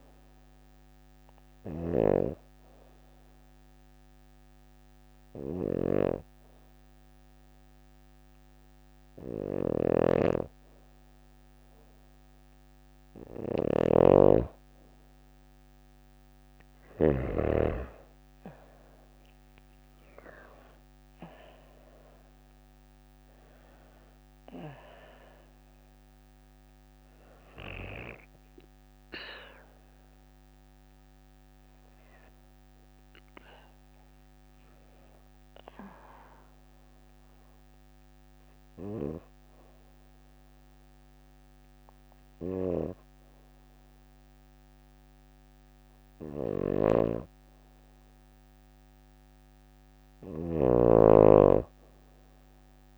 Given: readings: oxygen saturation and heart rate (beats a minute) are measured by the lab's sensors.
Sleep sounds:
breathing in sleep by a microphone on the trachea; 2
0.00-9.00 s: oxygen desaturation (device-marked, oxygen 91% lowest, heart rate 56 extreme)
0.00-16.50 s: snoring (device-marked)
1.00-13.00 s: obstructive apnea (oxygen 97% before, 91% lowest, heart rate 63 before, 53 extreme, up 5 after)
18.00-21.50 s: arousal
21.00-39.00 s: oxygen desaturation (device-marked, oxygen 97% before, 92% lowest, heart rate 58 before, 53 extreme)
35.00-48.50 s: obstructive apnea (oxygen 97% before, 92% lowest, heart rate 59 before, 37 extreme, up 4 after)
45.50-52.98 s: snoring (device-marked)
From the record:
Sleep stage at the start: N2 (light sleep); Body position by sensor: on the back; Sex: female

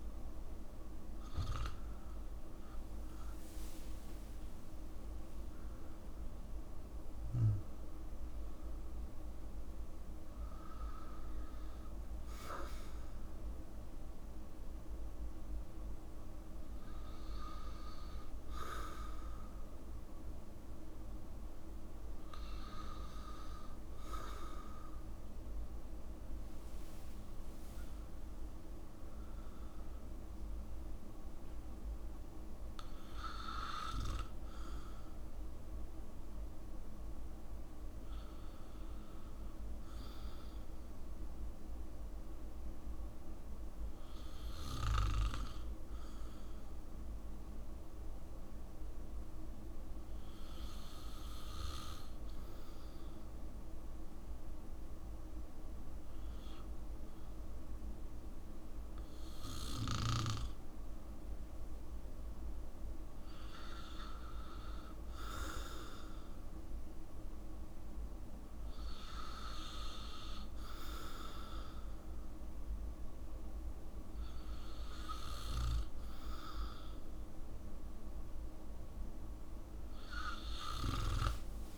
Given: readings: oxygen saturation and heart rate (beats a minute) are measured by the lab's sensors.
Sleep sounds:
breathing in sleep by a room microphone; 1
4.00-8.50 s: arousal
26.50-36.50 s: oxygen desaturation (device-marked, oxygen 93% before, 90% lowest, heart rate 66 before, 59 extreme)
27.00-29.00 s: long interval between heartbeats (device-marked, heart rate 66 before, 78 extreme)
27.00-31.00 s: arousal
40.50-65.50 s: hypopnea (oxygen 96% before, 93% lowest, heart rate 69 before, 58 extreme, up 7 after)
From the record:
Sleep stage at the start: N2 (light sleep); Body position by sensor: on the back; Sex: male

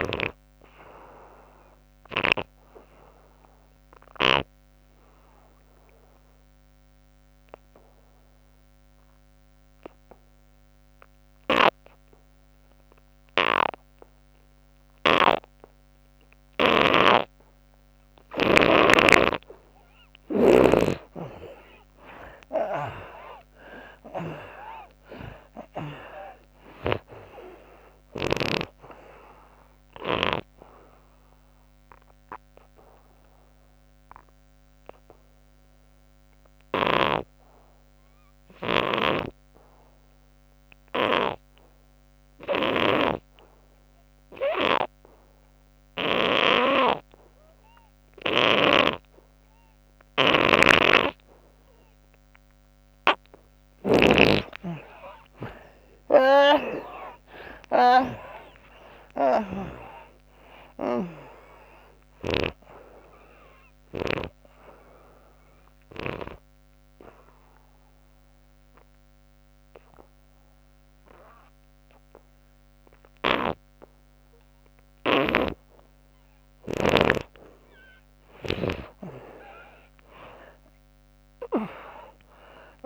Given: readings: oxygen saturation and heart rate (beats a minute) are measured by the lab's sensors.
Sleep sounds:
breathing in sleep by a microphone on the trachea; 3
0.00-16.50 s: oxygen desaturation (device-marked, oxygen 81% lowest, heart rate 66 extreme)
2.00-17.00 s: obstructive apnea (oxygen 97% before, 78% lowest, heart rate 78 before, 66 extreme, up 23 after)
21.00-24.50 s: arousal
24.50-38.50 s: oxygen desaturation (device-marked, oxygen 97% before, 79% lowest, heart rate 74 before, 63 extreme)
29.50-52.00 s: obstructive apnea (oxygen 97% before, 78% lowest, heart rate 77 before, 63 extreme, up 36 after)
50.00-64.00 s: snoring (device-marked)
53.50-78.50 s: oxygen desaturation (device-marked, oxygen 96% before, 78% lowest, heart rate 72 before, 69 extreme)
54.00-58.00 s: arousal
66.00-76.00 s: obstructive apnea (oxygen 97% before, 78% lowest, heart rate 82 before, 69 extreme, up 20 after)
76.50-82.85 s: snoring (device-marked)
79.50-82.85 s: arousal
80.50-82.85 s: oxygen desaturation (device-marked, oxygen 98% before, 84% lowest, heart rate 87 before, 84 extreme)
From the record:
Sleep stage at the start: N2 (light sleep); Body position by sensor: on the back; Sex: female

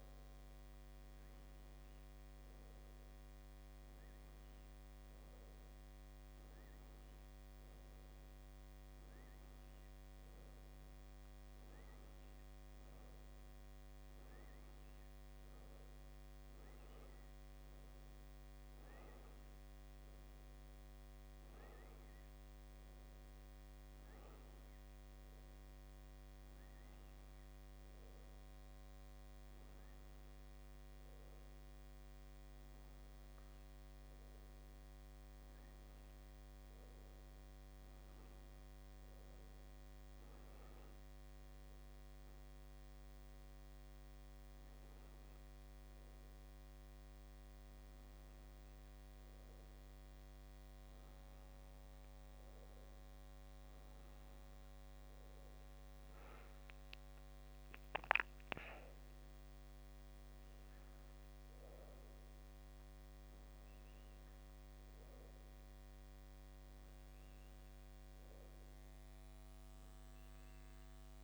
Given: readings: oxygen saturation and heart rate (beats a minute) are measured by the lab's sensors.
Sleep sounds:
breathing in sleep, hard to hear, by a microphone on the trachea; none
none scored
From the record:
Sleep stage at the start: N2 (light sleep); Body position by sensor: on the back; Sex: female

